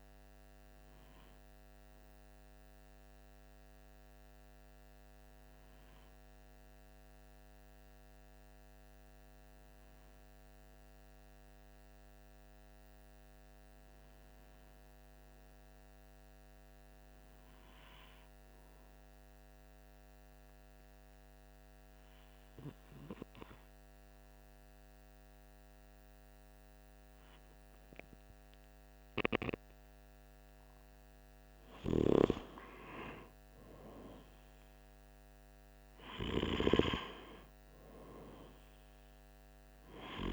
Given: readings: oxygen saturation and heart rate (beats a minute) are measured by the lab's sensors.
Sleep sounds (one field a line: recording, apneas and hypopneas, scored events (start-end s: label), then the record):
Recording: breathing in sleep by a microphone on the trachea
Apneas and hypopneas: 1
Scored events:
0.00-9.50 s: oxygen desaturation (device-marked, oxygen 93% lowest, heart rate 43 extreme)
2.00-29.50 s: obstructive apnea (oxygen 97% before, 93% lowest, heart rate 47 before, 45 extreme, up 3 after)
30.50-34.50 s: arousal
38.50-40.33 s: oxygen desaturation (device-marked, oxygen 97% before, 93% lowest, heart rate 47 before, 45 extreme)
From the record:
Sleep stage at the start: N2 (light sleep)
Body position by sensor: on the right side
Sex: male